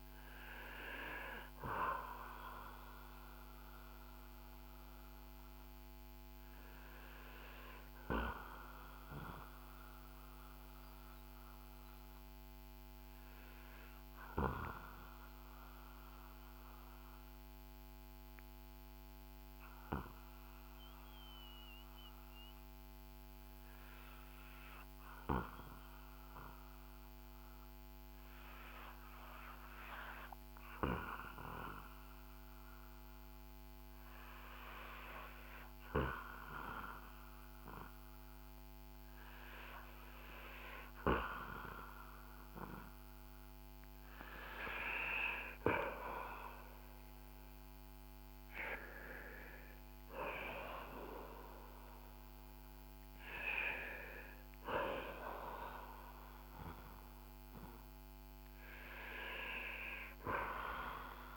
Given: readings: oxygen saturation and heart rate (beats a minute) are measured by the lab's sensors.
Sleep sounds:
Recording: breathing in sleep by a microphone on the trachea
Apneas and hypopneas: 1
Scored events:
0.00-14.00 s: oxygen desaturation (device-marked, oxygen 74% lowest, heart rate 52 extreme)
8.00-40.00 s: obstructive apnea (oxygen 90% before, 76% lowest, heart rate 65 before, 55 extreme, up 7 after)
32.00-58.00 s: oxygen desaturation (device-marked, oxygen 96% before, 86% lowest, heart rate 56 before, 50 extreme)
42.50-47.50 s: arousal
From the record:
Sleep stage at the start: REM sleep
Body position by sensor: on the back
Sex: male

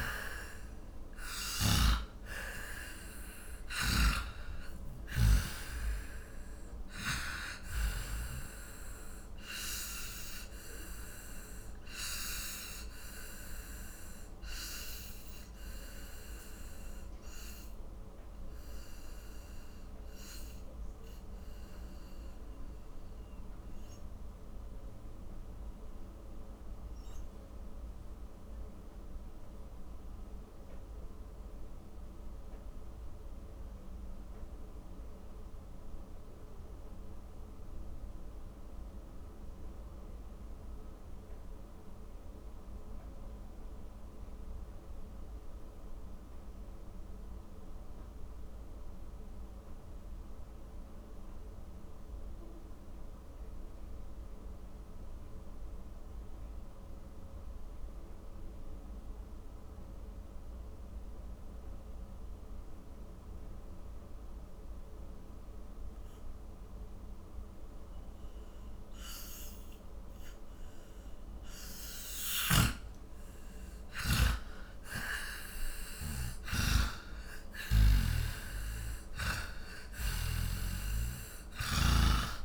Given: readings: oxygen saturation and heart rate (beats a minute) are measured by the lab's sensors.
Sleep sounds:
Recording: breathing in sleep by a room microphone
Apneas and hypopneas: 1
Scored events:
0.00-2.00 s: snoring (device-marked)
0.00-47.00 s: oxygen desaturation (device-marked, oxygen 87% lowest, heart rate 35 extreme)
9.00-72.50 s: obstructive apnea (oxygen 98% before, 82% lowest, heart rate 59 before, 35 extreme, up 25 after)
67.00-82.45 s: oxygen desaturation (device-marked, oxygen 99% before, 82% lowest, heart rate 45 before, 44 extreme)
72.50-80.50 s: snoring (device-marked)
74.00-79.00 s: arousal
From the record:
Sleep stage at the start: N2 (light sleep)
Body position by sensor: on the back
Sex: male

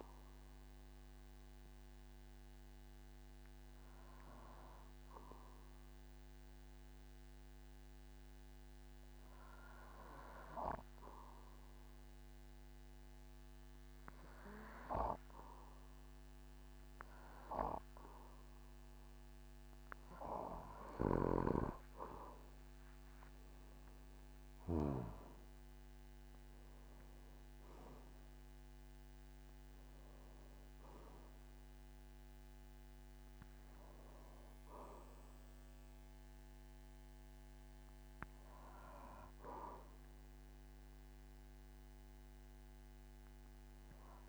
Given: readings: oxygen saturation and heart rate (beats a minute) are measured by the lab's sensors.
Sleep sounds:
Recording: breathing in sleep by a microphone on the trachea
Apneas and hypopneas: 1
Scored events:
0.00-5.00 s: oxygen desaturation (device-marked, oxygen 93% lowest, heart rate 46 extreme)
1.00-18.00 s: obstructive apnea (oxygen 98% before, 94% lowest, heart rate 54 before, 47 extreme, up 30 after)
22.50-26.50 s: arousal
23.50-25.50 s: long interval between heartbeats (device-marked, heart rate 49 before, 70 extreme)
From the record:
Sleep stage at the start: N2 (light sleep)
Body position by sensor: on the back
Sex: male

